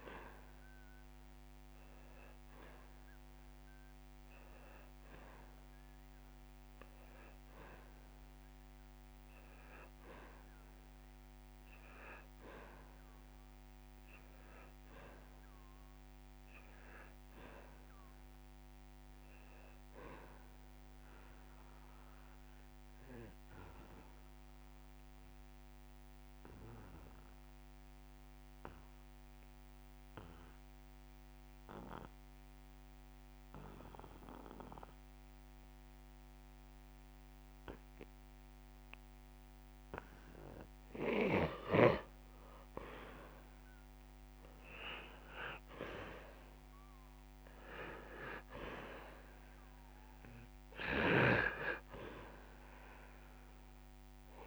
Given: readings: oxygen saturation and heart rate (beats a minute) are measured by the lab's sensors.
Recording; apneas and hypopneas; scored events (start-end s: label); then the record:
breathing in sleep by a microphone on the trachea; 1
0.00-9.00 s: oxygen desaturation (device-marked, oxygen 90% lowest)
12.50-16.00 s: arousal
21.00-42.00 s: obstructive apnea (oxygen 99% before, 88% lowest)
23.00-25.00 s: long interval between heartbeats (device-marked)
37.50-39.50 s: long interval between heartbeats (device-marked)
44.00-47.50 s: arousal
47.00-54.46 s: oxygen desaturation (device-marked, oxygen 98% before, 88% lowest)
From the record:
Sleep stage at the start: N2 (light sleep); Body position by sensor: on the back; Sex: male